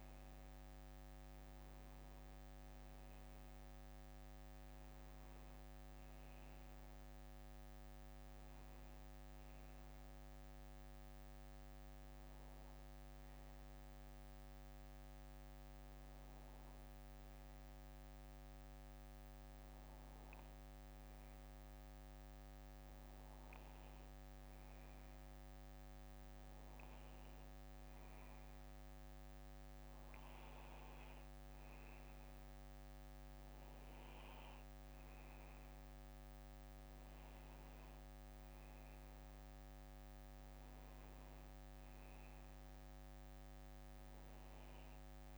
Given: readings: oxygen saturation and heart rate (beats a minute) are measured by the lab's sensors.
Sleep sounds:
breathing in sleep, hard to hear, by a microphone on the trachea; 1
0.00-13.50 s: oxygen desaturation (device-marked, oxygen 92% lowest, heart rate 56 extreme)
3.50-5.50 s: bradycardia (device-marked, heart rate 63 before, 58 extreme)
7.50-17.50 s: bradycardia (device-marked, heart rate 63 before, 57 extreme)
10.50-21.00 s: hypopnea (oxygen 97% before, 93% lowest, heart rate 62 before, 57 extreme, up 3 after)
23.50-29.50 s: bradycardia (device-marked, heart rate 63 before, 59 extreme)
43.50-45.37 s: arousal
43.50-45.37 s: bradycardia (device-marked, heart rate 63 before, 57 extreme)
From the record:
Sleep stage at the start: N2 (light sleep); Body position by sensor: on the back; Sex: male

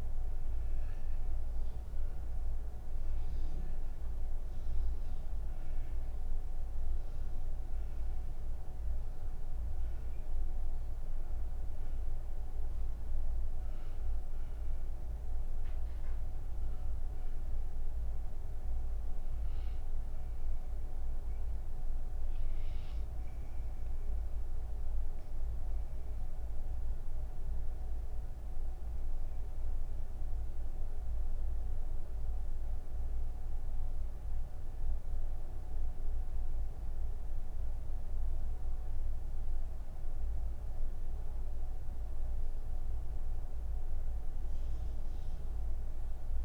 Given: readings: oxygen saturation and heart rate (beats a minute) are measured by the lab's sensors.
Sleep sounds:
breathing in sleep, hard to hear, by a room microphone; none
0.00-36.00 s: oxygen desaturation (device-marked, oxygen 85% lowest)
From the record:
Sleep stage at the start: N1 (lightest sleep); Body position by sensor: on the right side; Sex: female

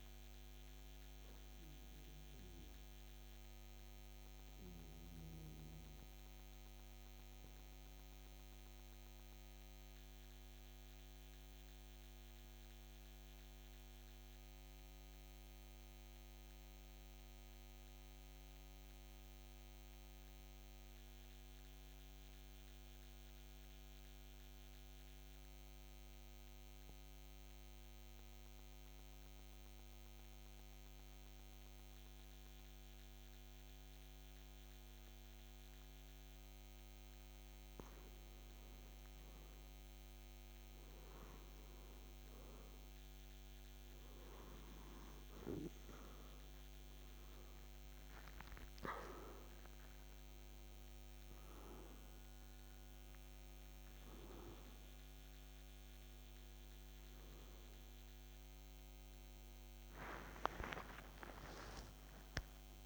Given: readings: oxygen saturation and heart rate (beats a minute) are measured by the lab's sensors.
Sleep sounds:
a person partly awake in a sleep study, by a microphone on the trachea; 1
0.00-23.50 s: oxygen desaturation (device-marked, oxygen 90% lowest, heart rate 54 extreme)
5.50-36.00 s: mixed apnea (oxygen 95% before, 89% lowest, heart rate 57 before, 54 extreme, up 1 after)
30.50-60.50 s: new sleep stage, awake
46.50-62.86 s: oxygen desaturation (device-marked, oxygen 96% before, 89% lowest, heart rate 55 before, 52 extreme)
60.50-62.86 s: new sleep stage, N1 (lightest sleep)
From the record:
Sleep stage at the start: N2 (light sleep); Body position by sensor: on the back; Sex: male

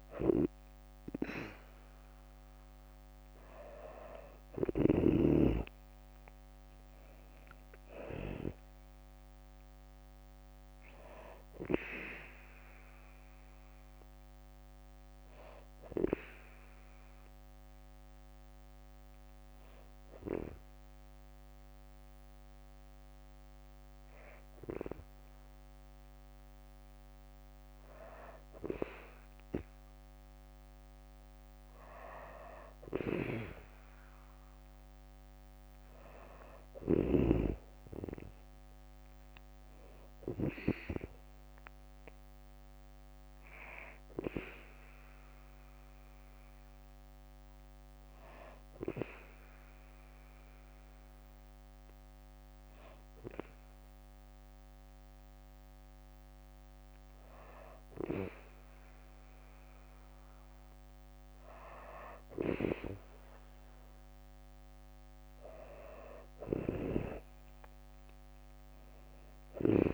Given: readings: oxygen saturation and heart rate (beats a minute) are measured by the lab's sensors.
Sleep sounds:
breathing in sleep by a microphone on the trachea; 2
5.00-9.00 s: arousal
5.50-17.50 s: drop in pulse transit time (device-marked, heart rate 63 before, 62 extreme)
14.50-25.50 s: hypopnea (oxygen 96% before, 93% lowest, heart rate 65 before, 59 extreme, up 5 after)
34.00-37.50 s: arousal
36.00-40.00 s: snoring (device-marked)
37.50-47.50 s: drop in pulse transit time (device-marked, heart rate 62 before, 64 extreme)
44.50-57.00 s: hypopnea (oxygen 96% before, 94% lowest, heart rate 65 before, 61 extreme, up 2 after)
58.50-61.50 s: arousal
66.50-69.94 s: drop in pulse transit time (device-marked, heart rate 63 before, 62 extreme)
From the record:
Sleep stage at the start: N2 (light sleep); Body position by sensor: on the back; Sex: female

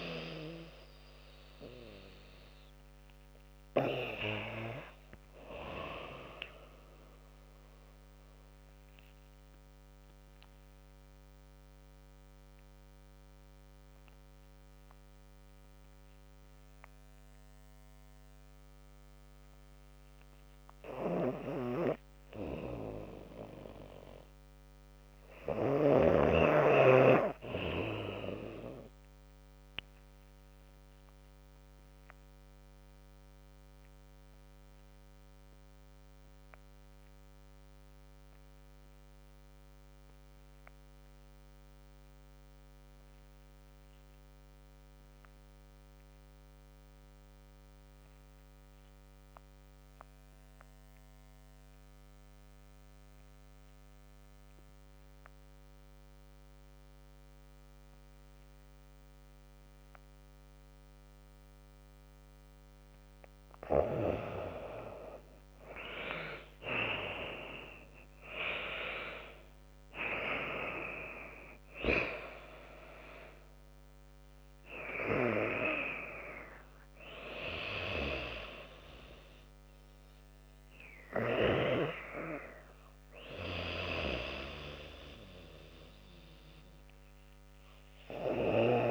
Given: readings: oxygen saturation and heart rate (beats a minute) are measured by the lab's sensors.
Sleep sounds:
breathing in sleep by a microphone on the trachea; 2
0.00-4.00 s: drop in pulse transit time (device-marked, heart rate 76 extreme)
0.00-13.00 s: oxygen desaturation (device-marked, oxygen 87% lowest, heart rate 74 extreme)
7.50-20.00 s: obstructive apnea (oxygen 96% before, 84% lowest, heart rate 80 before, 72 extreme, up 5 after)
14.00-88.91 s: new sleep stage, REM sleep
20.50-25.50 s: snoring (device-marked)
23.00-26.00 s: arousal
32.00-64.00 s: obstructive apnea (oxygen 99% before, 83% lowest, heart rate 79 before, 72 extreme, up 22 after)
33.00-44.00 s: drop in pulse transit time (device-marked, heart rate 79 before, 72 extreme)
33.00-51.00 s: oxygen desaturation (device-marked, oxygen 98% before, 94% lowest, heart rate 79 before, 72 extreme)
56.00-88.91 s: oxygen desaturation (device-marked, oxygen 96% before, 83% lowest, heart rate 74 before, 74 extreme)
57.00-58.00 s: drop in pulse transit time (device-marked, heart rate 74 before, 73 extreme)
67.00-70.50 s: arousal
68.00-81.00 s: drop in pulse transit time (device-marked, heart rate 76 before, 82 extreme)
From the record:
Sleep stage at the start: N2 (light sleep); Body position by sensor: on the back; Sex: female

